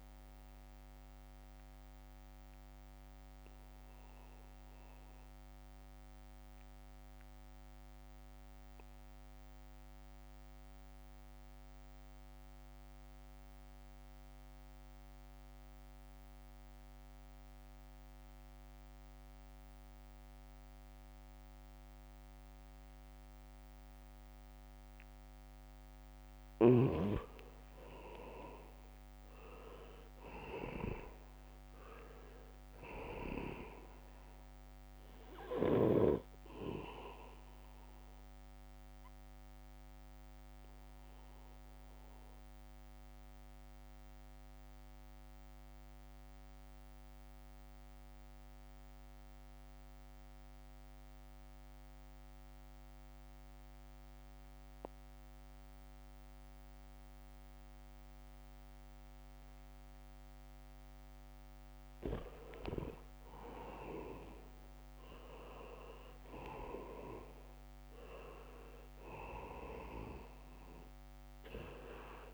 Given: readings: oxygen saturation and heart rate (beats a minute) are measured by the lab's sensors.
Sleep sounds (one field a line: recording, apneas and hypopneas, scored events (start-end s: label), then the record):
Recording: breathing in sleep by a microphone on the trachea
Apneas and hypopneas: 2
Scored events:
0.00-4.00 s: leg movement (device-marked)
0.00-19.00 s: oxygen desaturation (device-marked, oxygen 78% lowest, heart rate 67 extreme)
4.50-25.00 s: mixed apnea (oxygen 99% before, 78% lowest, heart rate 69 before, 67 extreme, up 0 after)
26.50-29.50 s: arousal
26.50-37.00 s: leg movement (device-marked)
28.00-53.00 s: oxygen desaturation (device-marked, oxygen 99% before, 81% lowest, heart rate 72 before, 65 extreme)
39.00-61.00 s: mixed apnea (oxygen 99% before, 81% lowest, heart rate 70 before, 65 extreme)
60.00-72.34 s: oxygen desaturation (device-marked, oxygen 98% before, 82% lowest, heart rate 72 before, 65 extreme)
62.50-67.00 s: arousal
From the record:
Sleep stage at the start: N2 (light sleep)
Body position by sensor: on the back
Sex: male